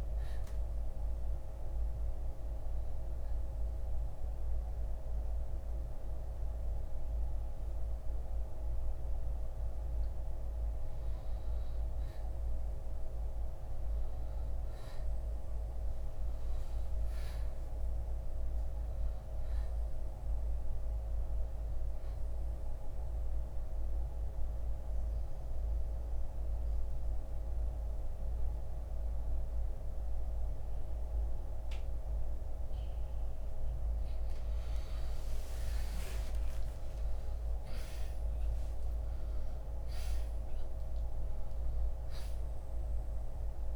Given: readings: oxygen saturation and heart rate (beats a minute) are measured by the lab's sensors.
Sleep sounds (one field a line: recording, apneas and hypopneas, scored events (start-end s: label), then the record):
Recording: breathing in sleep, hard to hear, by a room microphone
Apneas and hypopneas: 1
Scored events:
0.00-20.00 s: oxygen desaturation (device-marked, oxygen 94% before, 86% lowest, heart rate 65 before, 57 extreme)
18.00-21.00 s: arousal
22.00-41.00 s: oxygen desaturation (device-marked, oxygen 95% before, 90% lowest, heart rate 67 before, 57 extreme)
24.00-34.50 s: obstructive apnea (oxygen 95% before, 86% lowest, heart rate 66 before, 57 extreme, up 28 after)
36.50-41.00 s: arousal
From the record:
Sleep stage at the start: N2 (light sleep)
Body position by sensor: on the back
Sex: male